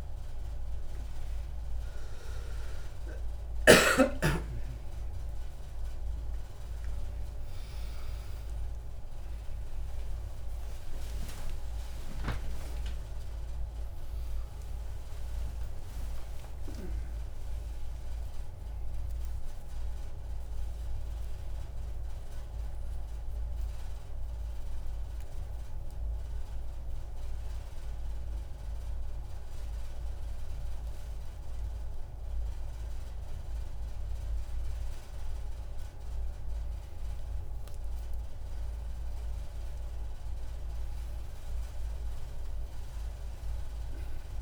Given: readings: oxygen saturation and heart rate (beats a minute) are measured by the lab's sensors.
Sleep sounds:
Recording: a person awake in a sleep study, by a room microphone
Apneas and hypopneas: none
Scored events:
0.00-13.50 s: oxygen desaturation (device-marked, oxygen 92% lowest)
11.50-44.42 s: new sleep stage, awake
From the record:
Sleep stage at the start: N2 (light sleep)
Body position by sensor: on the right side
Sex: male

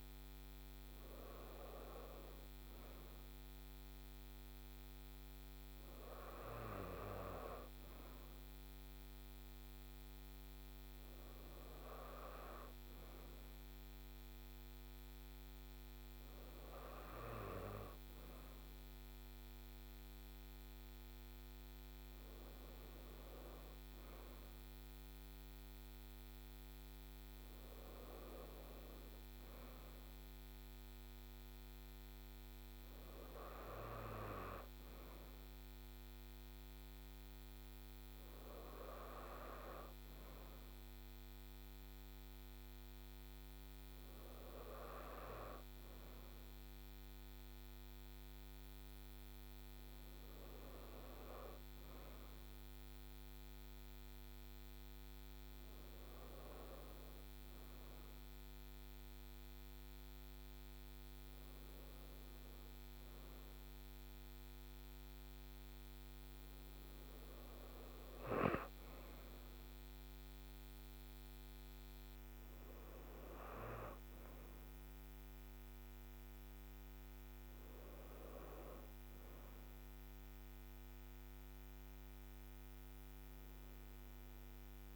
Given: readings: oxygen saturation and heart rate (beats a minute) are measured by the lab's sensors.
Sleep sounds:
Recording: breathing in sleep by a microphone on the trachea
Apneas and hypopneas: none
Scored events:
none scored
From the record:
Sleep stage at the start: N2 (light sleep)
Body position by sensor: on the right side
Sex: female

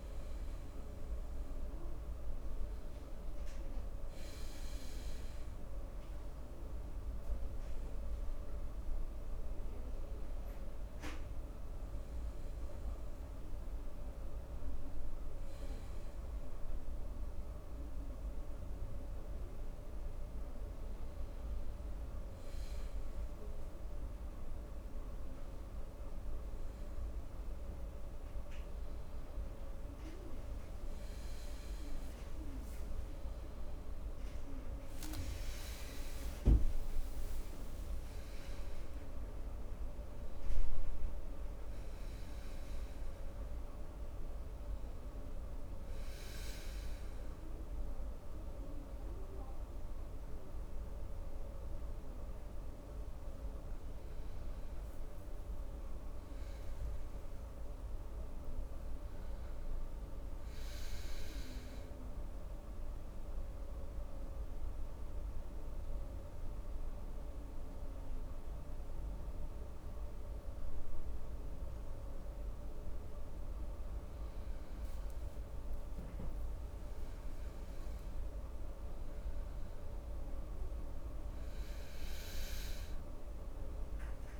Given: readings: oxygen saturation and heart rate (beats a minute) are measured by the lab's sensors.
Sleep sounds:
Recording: breathing in sleep, hard to hear, by a room microphone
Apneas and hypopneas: 1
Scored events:
34.50-38.00 s: arousal
62.00-75.00 s: obstructive apnea (oxygen 95% before, 93% lowest, heart rate 68 before, 61 extreme, up 4 after)
76.00-80.00 s: arousal
From the record:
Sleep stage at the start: N2 (light sleep)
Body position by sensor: on the right side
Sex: male

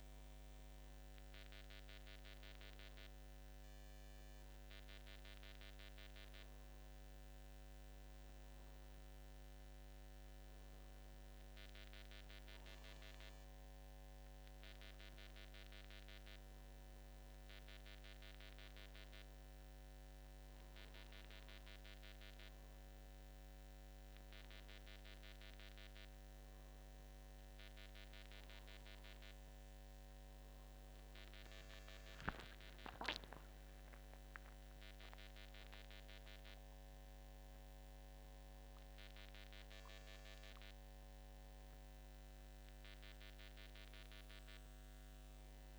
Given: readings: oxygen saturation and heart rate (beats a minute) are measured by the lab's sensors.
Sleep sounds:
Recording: breathing in sleep, hard to hear, by a microphone on the trachea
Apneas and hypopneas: none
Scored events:
32.00-35.50 s: arousal
From the record:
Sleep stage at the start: N1 (lightest sleep)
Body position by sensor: on the back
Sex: male

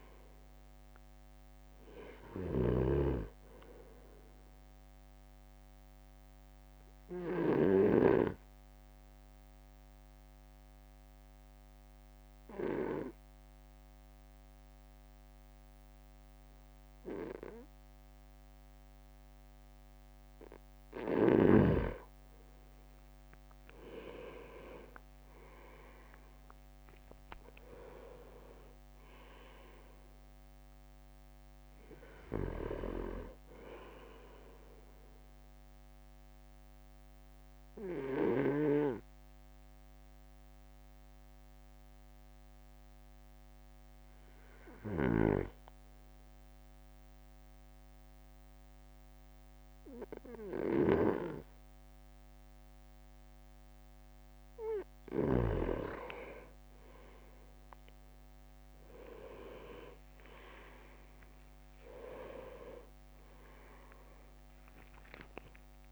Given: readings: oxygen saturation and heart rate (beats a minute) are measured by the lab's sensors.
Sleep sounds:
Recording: breathing in sleep by a microphone on the trachea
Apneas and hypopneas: 2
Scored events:
0.00-8.00 s: drop in pulse transit time (device-marked, heart rate 53 extreme)
2.50-8.00 s: snoring (device-marked)
7.00-20.50 s: obstructive apnea (oxygen 99% before, 94% lowest, heart rate 57 before, 52 extreme, up 12 after)
24.00-29.00 s: arousal
24.50-26.50 s: leg movement (device-marked)
25.00-37.00 s: drop in pulse transit time (device-marked, heart rate 54 before, 55 extreme)
27.00-29.00 s: leg movement (device-marked)
35.50-54.00 s: obstructive apnea (oxygen 99% before, 94% lowest, heart rate 58 before, 52 extreme, up 8 after)
45.00-55.50 s: snoring (device-marked)
62.00-65.92 s: drop in pulse transit time (device-marked, heart rate 55 before, 63 extreme)
63.00-65.92 s: oxygen desaturation (device-marked, oxygen 99% before, 94% lowest, heart rate 55 before, 54 extreme)
64.00-65.92 s: arousal
From the record:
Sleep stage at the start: N2 (light sleep)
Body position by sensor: on the right side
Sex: male

